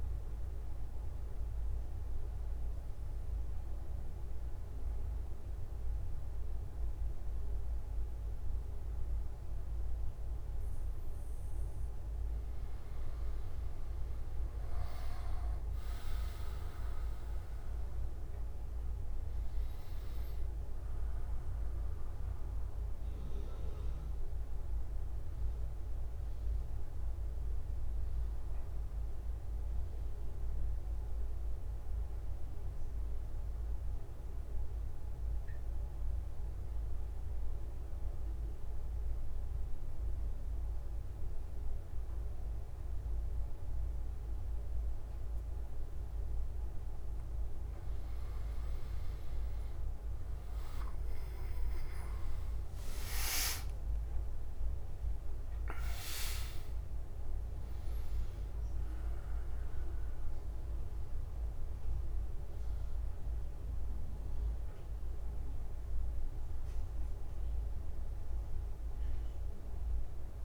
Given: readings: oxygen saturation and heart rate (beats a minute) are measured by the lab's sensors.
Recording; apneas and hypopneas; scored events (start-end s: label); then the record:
breathing in sleep, hard to hear, by a room microphone; 2
0.50-12.00 s: mixed apnea (oxygen 97% before, 94% lowest, heart rate 190 before, 92 extreme, up 19 after)
23.00-29.00 s: oxygen desaturation (device-marked, oxygen 97% before, 94% lowest, heart rate 174 before, 110 extreme)
33.50-46.00 s: obstructive apnea (oxygen 97% before, 94% lowest, heart rate 132 before, 90 extreme, up 28 after)
61.00-70.45 s: oxygen desaturation (device-marked, oxygen 99% before, 94% lowest, heart rate 132 before, 38 extreme)
From the record:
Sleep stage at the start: N1 (lightest sleep); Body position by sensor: on the back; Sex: male